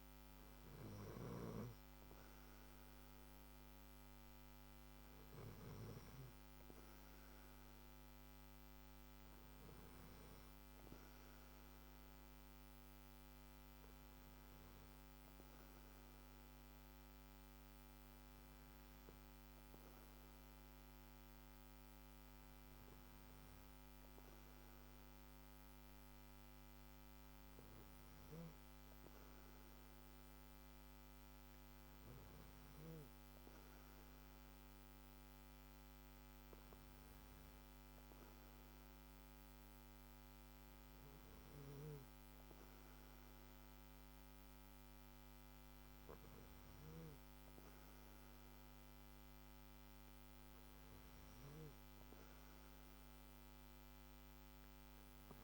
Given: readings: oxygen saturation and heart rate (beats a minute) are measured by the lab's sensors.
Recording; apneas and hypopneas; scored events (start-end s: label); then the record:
breathing in sleep, hard to hear, by a microphone on the trachea; none
25.00-55.44 s: new sleep stage, N3 (deep sleep)
From the record:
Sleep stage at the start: N2 (light sleep); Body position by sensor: on the back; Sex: male